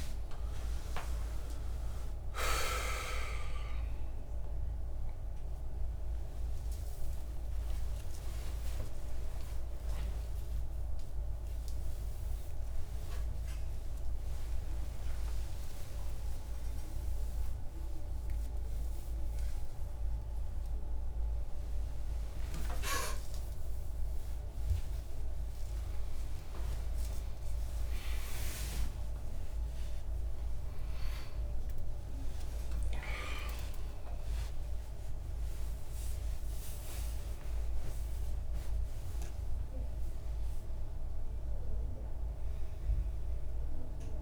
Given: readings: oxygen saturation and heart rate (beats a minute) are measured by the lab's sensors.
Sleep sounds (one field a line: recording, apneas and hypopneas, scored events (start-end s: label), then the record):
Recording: a person awake in a sleep study, by a room microphone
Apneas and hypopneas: none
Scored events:
0.00-9.50 s: oxygen desaturation (device-marked, oxygen 87% lowest, heart rate 81 extreme)
From the record:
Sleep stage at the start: awake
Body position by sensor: on the back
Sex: male